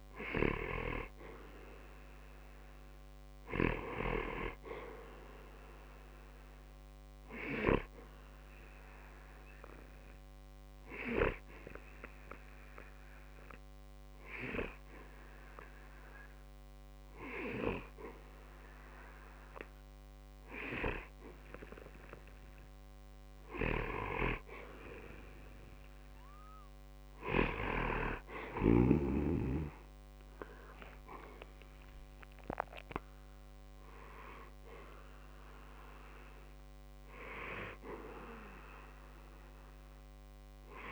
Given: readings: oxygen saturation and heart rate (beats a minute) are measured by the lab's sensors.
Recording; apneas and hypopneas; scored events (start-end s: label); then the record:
breathing in sleep by a microphone on the trachea; 1
9.00-21.00 s: hypopnea (oxygen 94% before, 91% lowest, heart rate 70 before, 60 extreme, up 7 after)
24.00-27.50 s: arousal
From the record:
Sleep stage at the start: N2 (light sleep); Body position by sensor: on the back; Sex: male